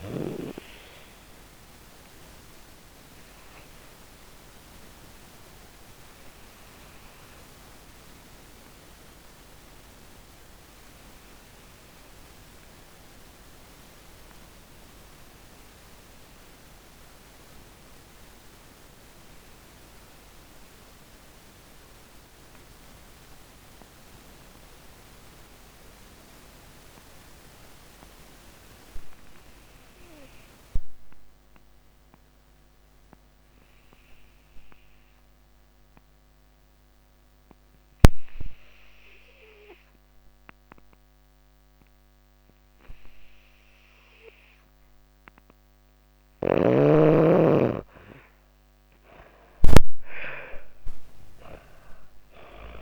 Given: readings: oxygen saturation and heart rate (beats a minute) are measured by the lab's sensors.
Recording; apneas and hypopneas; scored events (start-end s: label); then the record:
breathing in sleep by a microphone on the trachea; 1
0.00-20.50 s: oxygen desaturation (device-marked, oxygen 80% lowest)
0.50-44.00 s: obstructive apnea (oxygen 98% before, 77% lowest)
33.50-52.82 s: oxygen desaturation (device-marked, oxygen 98% before, 77% lowest)
47.00-52.00 s: arousal
From the record:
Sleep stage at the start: N2 (light sleep); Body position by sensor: on the back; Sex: female